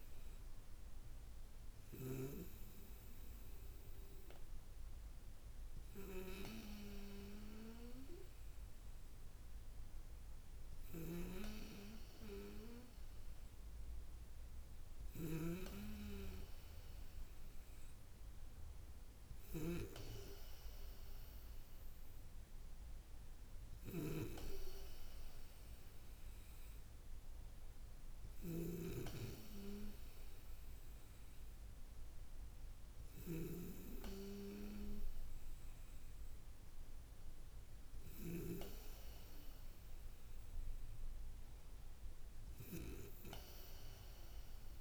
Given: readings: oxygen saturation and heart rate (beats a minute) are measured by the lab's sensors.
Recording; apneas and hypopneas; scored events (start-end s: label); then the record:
breathing in sleep by a room microphone; none
none scored
From the record:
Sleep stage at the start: N2 (light sleep); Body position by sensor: on the back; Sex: female